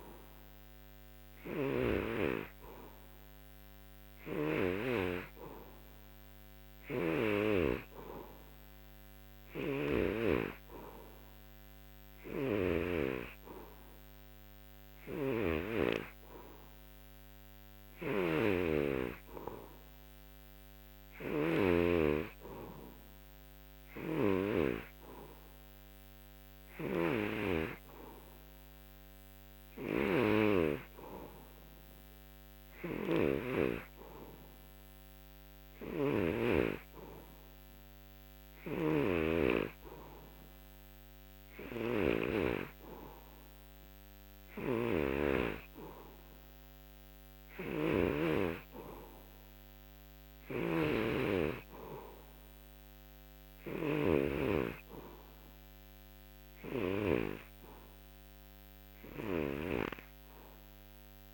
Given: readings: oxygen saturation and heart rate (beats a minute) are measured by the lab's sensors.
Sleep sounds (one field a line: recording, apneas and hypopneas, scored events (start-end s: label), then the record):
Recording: breathing in sleep by a microphone on the trachea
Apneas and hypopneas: none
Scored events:
0.00-2.00 s: snoring (device-marked)
6.50-13.00 s: snoring (device-marked)
15.00-24.50 s: snoring (device-marked)
26.50-57.00 s: snoring (device-marked)
From the record:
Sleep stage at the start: N3 (deep sleep)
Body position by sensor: on the back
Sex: male